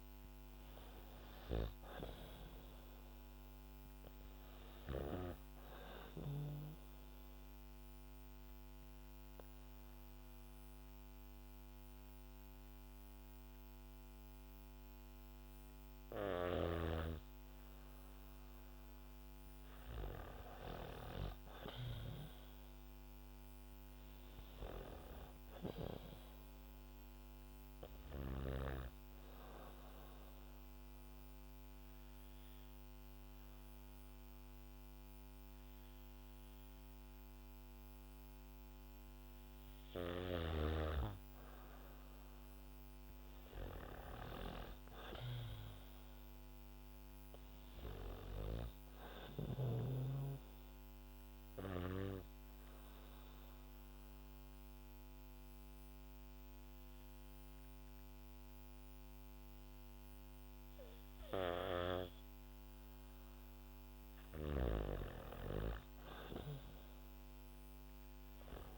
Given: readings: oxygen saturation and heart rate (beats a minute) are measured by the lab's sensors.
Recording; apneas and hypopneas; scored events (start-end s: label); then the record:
breathing in sleep by a microphone on the trachea; 3
0.00-2.50 s: arousal
7.00-18.50 s: obstructive apnea (oxygen 96% before, 91% lowest, heart rate 68 before, 62 extreme, up 4 after)
20.50-23.50 s: arousal
24.50-40.50 s: oxygen desaturation (device-marked, oxygen 97% before, 93% lowest, heart rate 67 before, 59 extreme)
27.00-39.00 s: hypopnea (oxygen 97% before, 91% lowest, heart rate 67 before, 59 extreme, up 4 after)
41.50-45.00 s: arousal
48.50-61.50 s: oxygen desaturation (device-marked, oxygen 97% before, 93% lowest, heart rate 65 before, 59 extreme)
51.50-63.50 s: obstructive apnea (oxygen 97% before, 91% lowest, heart rate 65 before, 59 extreme, up 10 after)
From the record:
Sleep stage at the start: N2 (light sleep); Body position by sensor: on the back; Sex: female